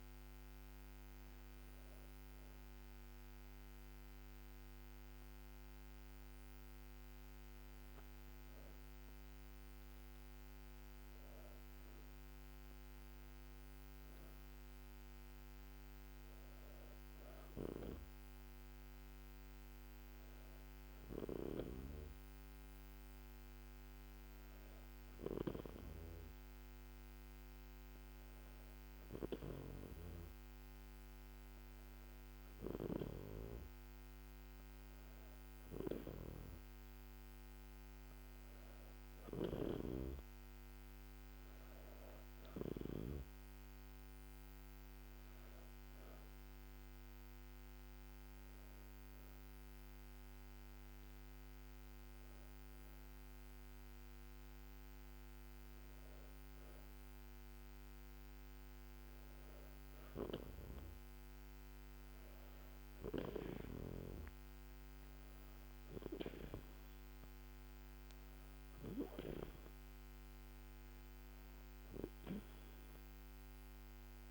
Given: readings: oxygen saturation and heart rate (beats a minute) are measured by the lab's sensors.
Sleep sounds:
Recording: breathing in sleep by a microphone on the trachea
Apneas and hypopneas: none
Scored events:
10.50-15.50 s: arousal
From the record:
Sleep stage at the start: N2 (light sleep)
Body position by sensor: on the back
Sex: female

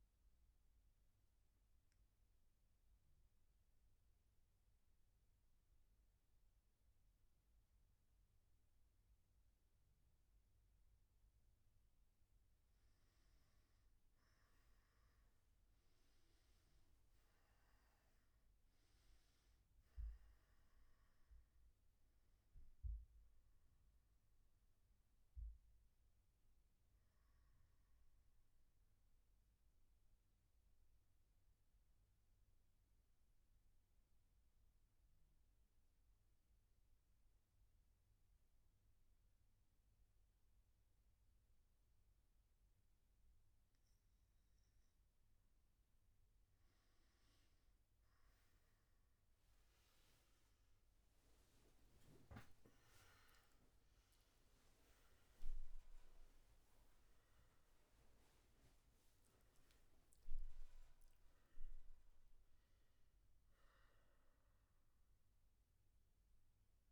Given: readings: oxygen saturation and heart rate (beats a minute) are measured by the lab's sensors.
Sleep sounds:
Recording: breathing in sleep, hard to hear, by a room microphone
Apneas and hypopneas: none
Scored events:
12.50-34.50 s: oxygen desaturation (device-marked, oxygen 98% before, 93% lowest, heart rate 139 before, 94 extreme)
48.50-66.92 s: oxygen desaturation (device-marked, oxygen 98% before, 93% lowest, heart rate 120 before, 63 extreme)
From the record:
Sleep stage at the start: N1 (lightest sleep)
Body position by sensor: on the back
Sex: male

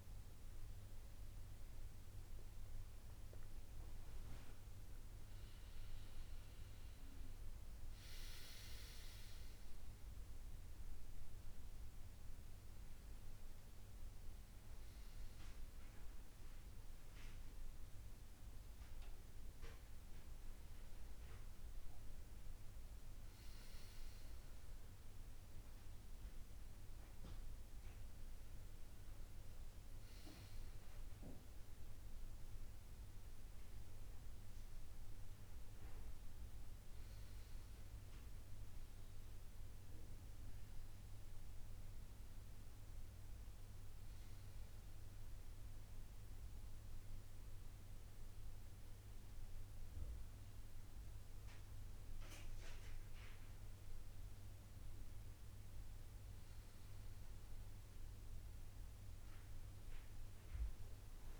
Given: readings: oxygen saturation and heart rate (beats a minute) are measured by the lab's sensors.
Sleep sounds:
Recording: breathing in sleep, hard to hear, by a room microphone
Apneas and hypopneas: none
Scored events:
2.00-6.00 s: arousal
11.50-18.50 s: oxygen desaturation (device-marked, oxygen 92% before, 88% lowest, heart rate 86 before, 83 extreme)
From the record:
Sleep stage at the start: N2 (light sleep)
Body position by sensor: on the back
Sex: male

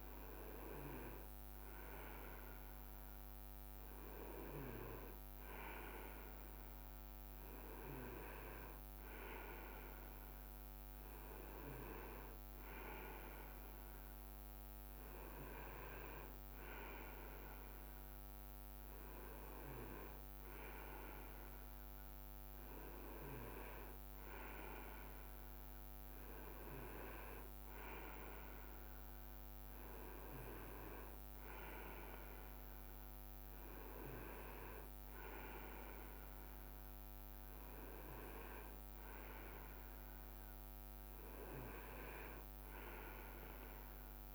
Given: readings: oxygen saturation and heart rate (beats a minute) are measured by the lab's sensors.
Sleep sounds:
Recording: breathing in sleep by a microphone on the trachea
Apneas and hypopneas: none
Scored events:
2.00-5.50 s: leg movement (device-marked)
5.50-7.00 s: leg movement (device-marked)
35.50-44.35 s: leg movement (device-marked)
From the record:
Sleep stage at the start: N2 (light sleep)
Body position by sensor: on the right side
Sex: male

